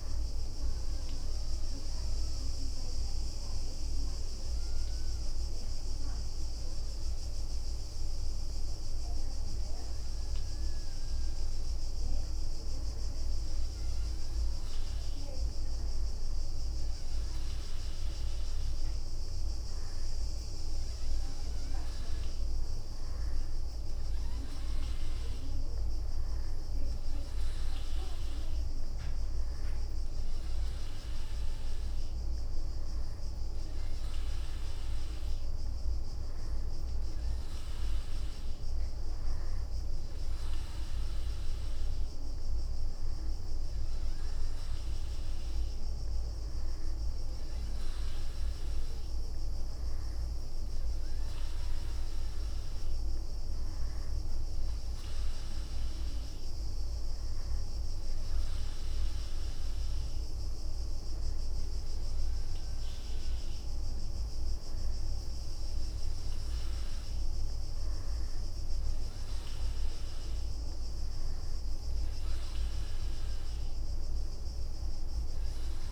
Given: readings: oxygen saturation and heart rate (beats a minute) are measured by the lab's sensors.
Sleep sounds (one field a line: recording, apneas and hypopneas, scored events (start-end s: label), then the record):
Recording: breathing in sleep, hard to hear, by a room microphone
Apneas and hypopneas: none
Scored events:
10.00-12.00 s: leg movement (device-marked)
68.00-75.50 s: leg movement (device-marked)
From the record:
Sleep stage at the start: N2 (light sleep)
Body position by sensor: on the front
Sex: female